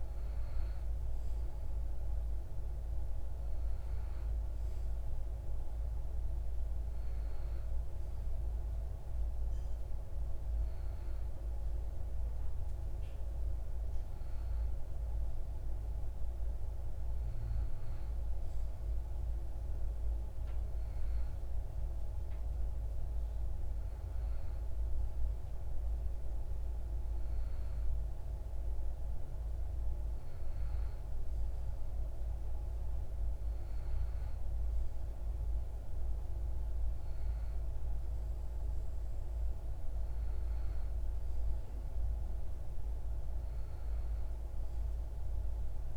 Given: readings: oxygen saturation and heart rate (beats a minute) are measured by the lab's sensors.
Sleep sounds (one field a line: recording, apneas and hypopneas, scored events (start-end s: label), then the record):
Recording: breathing in sleep, hard to hear, by a room microphone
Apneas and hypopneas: none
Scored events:
none scored
From the record:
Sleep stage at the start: REM sleep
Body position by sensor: on the back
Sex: male